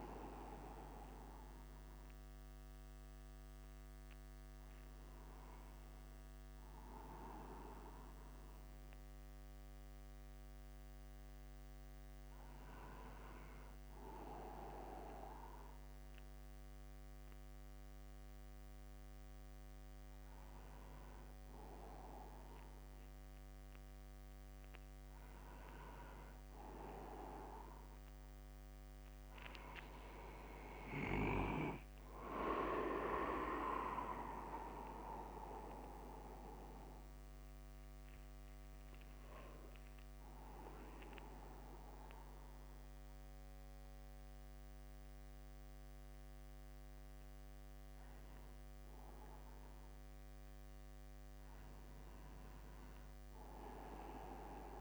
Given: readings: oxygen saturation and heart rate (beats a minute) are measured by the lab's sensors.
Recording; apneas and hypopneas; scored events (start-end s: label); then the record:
a person awake in a sleep study, by a microphone on the trachea; none
8.50-10.50 s: long interval between heartbeats (device-marked, heart rate 71 before, 65 extreme)
24.50-26.50 s: long interval between heartbeats (device-marked, heart rate 58 before, 65 extreme)
39.00-41.00 s: long interval between heartbeats (device-marked, heart rate 61 before, 62 extreme)
From the record:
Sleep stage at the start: awake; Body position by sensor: upright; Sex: male